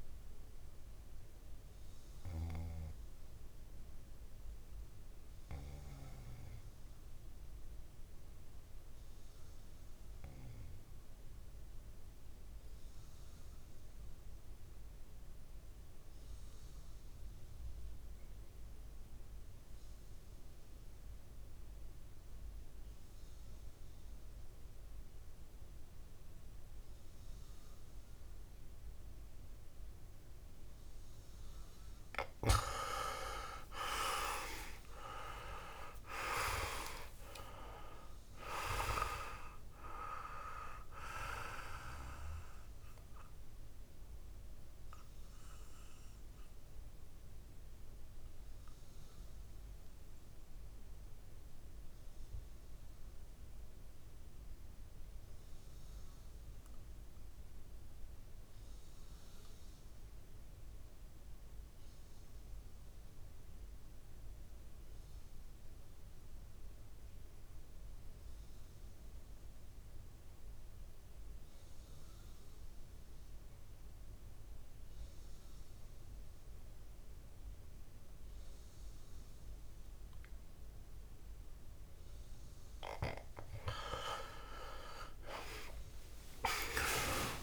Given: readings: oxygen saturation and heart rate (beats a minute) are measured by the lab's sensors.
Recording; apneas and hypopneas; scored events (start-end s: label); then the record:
breathing in sleep by a room microphone; 2
0.00-14.00 s: oxygen desaturation (device-marked, oxygen 88% lowest, heart rate 55 extreme)
0.50-31.00 s: obstructive apnea (oxygen 100% before, 88% lowest, heart rate 62 before, 54 extreme, up 13 after)
26.00-58.00 s: oxygen desaturation (device-marked, oxygen 99% before, 89% lowest, heart rate 58 before, 54 extreme)
33.00-36.50 s: arousal
42.50-82.00 s: obstructive apnea (oxygen 99% before, 86% lowest, heart rate 60 before, 49 extreme, up 23 after)
72.00-87.43 s: oxygen desaturation (device-marked, oxygen 100% before, 87% lowest, heart rate 59 before, 49 extreme)
84.00-87.43 s: arousal
From the record:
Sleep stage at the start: REM sleep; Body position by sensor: on the back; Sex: male